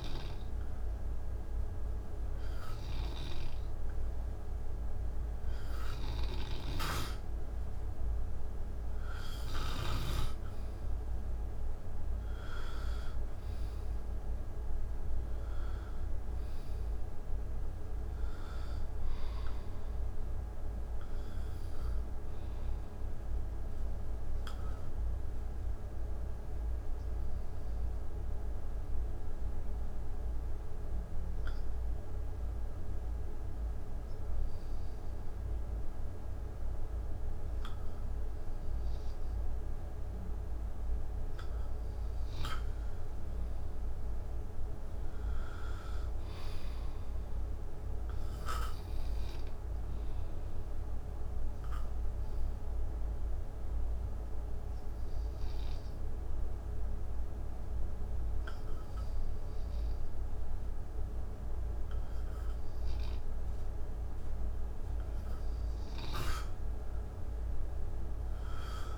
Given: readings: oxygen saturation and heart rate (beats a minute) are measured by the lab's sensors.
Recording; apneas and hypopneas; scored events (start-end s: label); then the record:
breathing in sleep, hard to hear, by a room microphone; 2
6.00-10.00 s: snoring (device-marked)
18.50-22.00 s: arousal
25.00-40.00 s: obstructive apnea (oxygen 93% before, 91% lowest, heart rate 63 before, 56 extreme, up 7 after)
42.50-46.50 s: arousal
43.50-63.50 s: oxygen desaturation (device-marked, oxygen 96% before, 91% lowest, heart rate 58 before, 55 extreme)
50.50-64.00 s: obstructive apnea (oxygen 96% before, 91% lowest, heart rate 61 before, 55 extreme, up 10 after)
66.50-68.98 s: arousal
From the record:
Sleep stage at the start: N2 (light sleep); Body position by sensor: on the right side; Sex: male